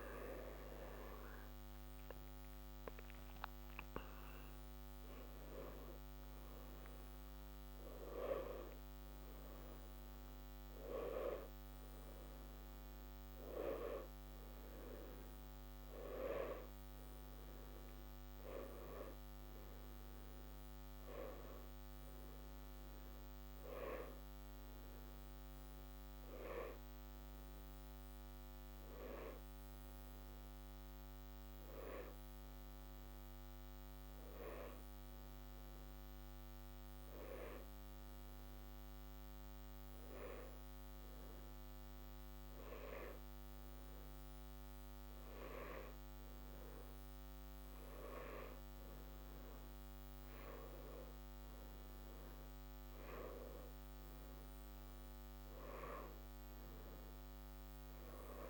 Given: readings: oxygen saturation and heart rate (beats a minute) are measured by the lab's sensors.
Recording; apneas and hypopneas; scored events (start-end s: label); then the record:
a person partly awake in a sleep study, by a microphone on the trachea; 1
17.00-58.49 s: new sleep stage, N1 (lightest sleep)
32.50-43.50 s: hypopnea (oxygen 96% before, 91% lowest, heart rate 67 before, 65 extreme, up 0 after)
52.00-58.49 s: oxygen desaturation (device-marked, oxygen 94% before, 91% lowest, heart rate 66 before, 63 extreme)
From the record:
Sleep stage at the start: awake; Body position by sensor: on the back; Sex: male